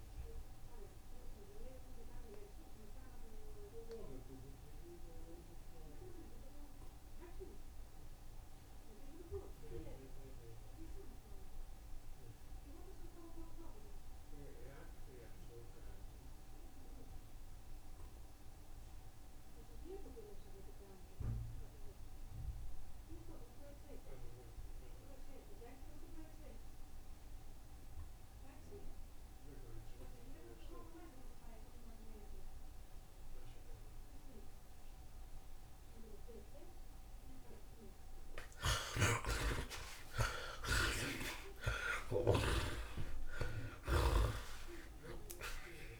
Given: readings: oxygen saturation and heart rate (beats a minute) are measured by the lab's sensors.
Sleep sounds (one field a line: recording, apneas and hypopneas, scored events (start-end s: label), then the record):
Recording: breathing in sleep by a room microphone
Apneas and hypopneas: 1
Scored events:
0.00-14.00 s: oxygen desaturation (device-marked, oxygen 48% lowest, heart rate 54 extreme)
1.00-38.50 s: mixed apnea (oxygen 58% before, 48% lowest, heart rate 87 before, 33 extreme, up 45 after)
16.00-46.00 s: oxygen desaturation (device-marked, oxygen 82% before, 49% lowest, heart rate 73 before, 33 extreme)
19.50-21.50 s: long interval between heartbeats (device-marked, heart rate 75 before, 83 extreme)
21.00-45.00 s: tachycardia (device-marked, heart rate 78 before, 206 extreme)
22.50-24.50 s: long interval between heartbeats (device-marked, heart rate 77 before, 93 extreme)
25.50-27.50 s: long interval between heartbeats (device-marked, heart rate 80 before, 122 extreme)
29.00-31.00 s: long interval between heartbeats (device-marked, heart rate 92 before, 161 extreme)
31.00-33.00 s: long interval between heartbeats (device-marked, heart rate 101 before, 168 extreme)
33.50-35.50 s: long interval between heartbeats (device-marked, heart rate 111 before, 193 extreme)
39.50-41.50 s: long interval between heartbeats (device-marked, heart rate 148 before, 198 extreme)
40.00-43.50 s: arousal
44.50-46.00 s: long interval between heartbeats (device-marked, heart rate 174 before, 129 extreme)
From the record:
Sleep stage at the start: N2 (light sleep)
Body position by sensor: on the right side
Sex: male